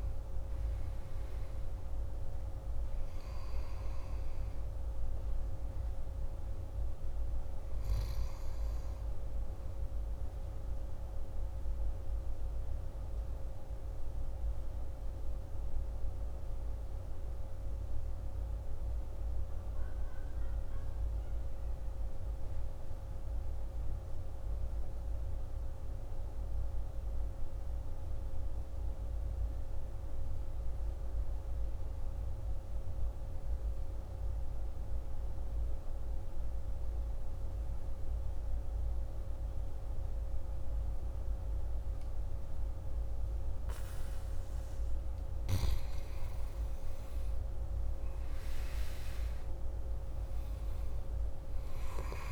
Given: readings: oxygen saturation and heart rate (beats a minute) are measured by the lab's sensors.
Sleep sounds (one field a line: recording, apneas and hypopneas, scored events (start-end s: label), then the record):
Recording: breathing in sleep, hard to hear, by a room microphone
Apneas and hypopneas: 1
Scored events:
0.00-18.00 s: oxygen desaturation (device-marked, oxygen 83% lowest, heart rate 50 extreme)
13.50-44.00 s: mixed apnea (oxygen 94% before, 86% lowest, heart rate 58 before, 51 extreme, up 11 after)
37.00-52.32 s: oxygen desaturation (device-marked, oxygen 99% before, 87% lowest, heart rate 52 before, 51 extreme)
45.50-50.00 s: arousal
From the record:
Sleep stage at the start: N2 (light sleep)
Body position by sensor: on the back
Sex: male